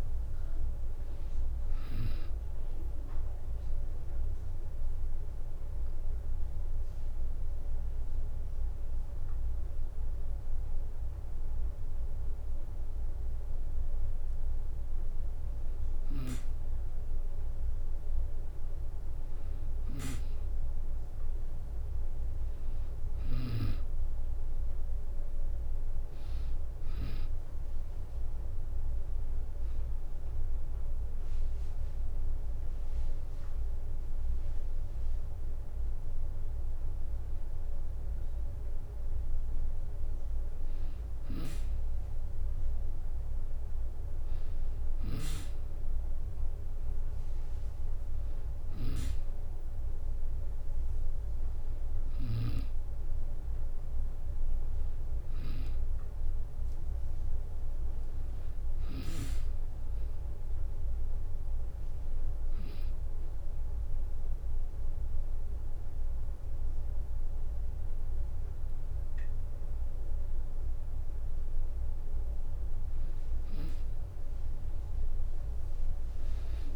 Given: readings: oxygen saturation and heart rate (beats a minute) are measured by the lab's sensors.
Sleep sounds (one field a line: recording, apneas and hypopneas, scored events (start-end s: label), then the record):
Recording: breathing in sleep by a room microphone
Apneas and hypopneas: 1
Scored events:
2.50-12.50 s: obstructive apnea (oxygen 98% before, 93% lowest, heart rate 65 before, 64 extreme, up 0 after)
2.50-13.50 s: oxygen desaturation (device-marked, oxygen 98% before, 93% lowest, heart rate 65 before, 64 extreme)
20.00-22.50 s: arousal
23.50-34.50 s: oxygen desaturation (device-marked, oxygen 98% before, 94% lowest, heart rate 65 before, 66 extreme)
50.50-52.50 s: long interval between heartbeats (device-marked, heart rate 67 before, 77 extreme)
From the record:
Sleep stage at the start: N2 (light sleep)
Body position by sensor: on the back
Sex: female